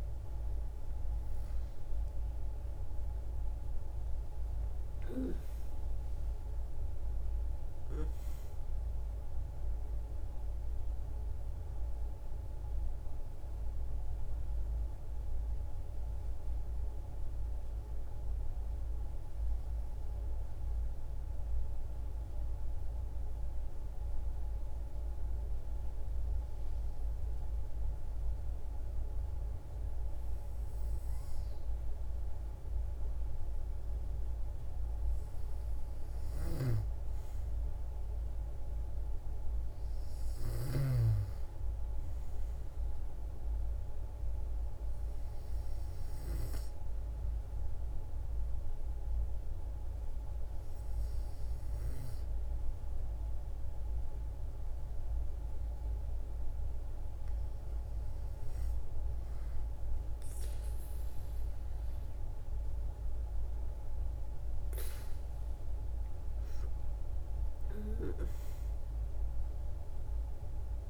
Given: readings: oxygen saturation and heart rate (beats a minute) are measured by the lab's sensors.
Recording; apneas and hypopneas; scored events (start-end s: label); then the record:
breathing in sleep, hard to hear, by a room microphone; 1
3.50-8.00 s: arousal
20.00-32.50 s: hypopnea (oxygen 96% before, 92% lowest, heart rate 66 before, 57 extreme, up 5 after)
35.00-38.50 s: arousal
36.00-41.00 s: snoring (device-marked)
37.50-53.50 s: oxygen desaturation (device-marked, oxygen 96% before, 92% lowest, heart rate 59 before, 58 extreme)
66.00-69.50 s: arousal
From the record:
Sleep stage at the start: N2 (light sleep); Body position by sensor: on the back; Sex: female